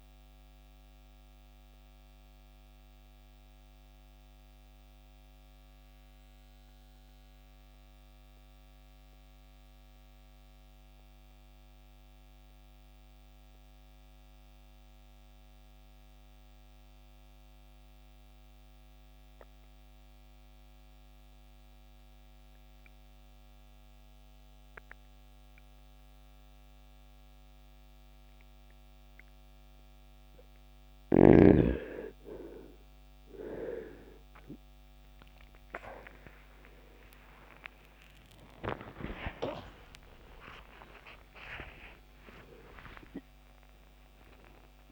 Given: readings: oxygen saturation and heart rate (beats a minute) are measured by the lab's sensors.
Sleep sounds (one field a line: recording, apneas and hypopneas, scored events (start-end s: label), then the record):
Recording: breathing in sleep by a microphone on the trachea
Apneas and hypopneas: 1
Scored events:
1.00-21.00 s: oxygen desaturation (device-marked, oxygen 96% before, 82% lowest, heart rate 69 before, 53 extreme)
1.00-31.00 s: mixed apnea (oxygen 96% before, 82% lowest, heart rate 69 before, 53 extreme, up 24 after)
43.00-44.92 s: new sleep stage, awake
From the record:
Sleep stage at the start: N2 (light sleep)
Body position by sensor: on the right side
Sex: male